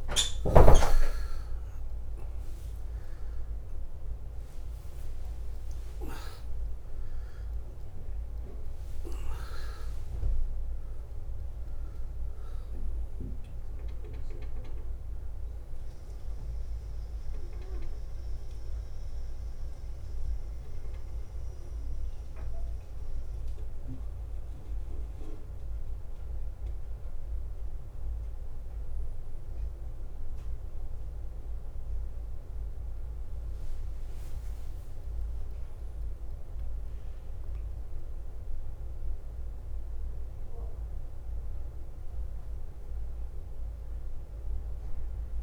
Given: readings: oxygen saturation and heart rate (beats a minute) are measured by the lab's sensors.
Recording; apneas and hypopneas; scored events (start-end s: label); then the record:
a person awake in a sleep study, by a room microphone; none
2.50-32.50 s: new sleep stage, awake
16.50-18.50 s: long interval between heartbeats (device-marked, heart rate 70 before, 68 extreme)
18.50-45.43 s: bradycardia (device-marked, heart rate 52 before, 48 extreme)
27.50-29.50 s: long interval between heartbeats (device-marked, heart rate 61 before, 55 extreme)
32.50-45.43 s: new sleep stage, N1 (lightest sleep)
From the record:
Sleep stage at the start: N3 (deep sleep); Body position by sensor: on the back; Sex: male